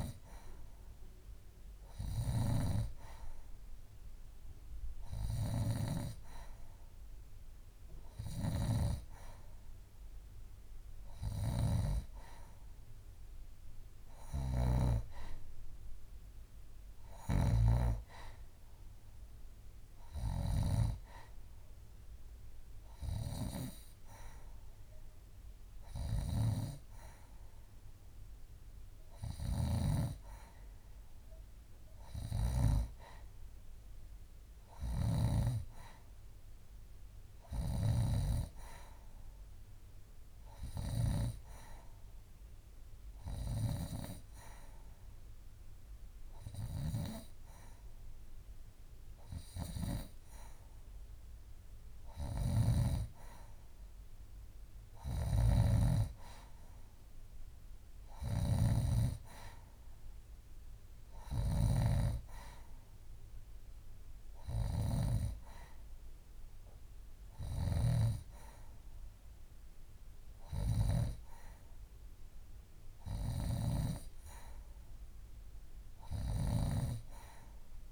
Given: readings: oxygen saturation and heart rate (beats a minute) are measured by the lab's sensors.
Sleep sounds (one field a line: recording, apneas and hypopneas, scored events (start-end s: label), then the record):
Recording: breathing in sleep by a room microphone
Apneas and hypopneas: none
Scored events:
57.00-59.00 s: long interval between heartbeats (device-marked, heart rate 72 before, 78 extreme)
From the record:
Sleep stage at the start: N2 (light sleep)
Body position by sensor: on the left side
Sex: female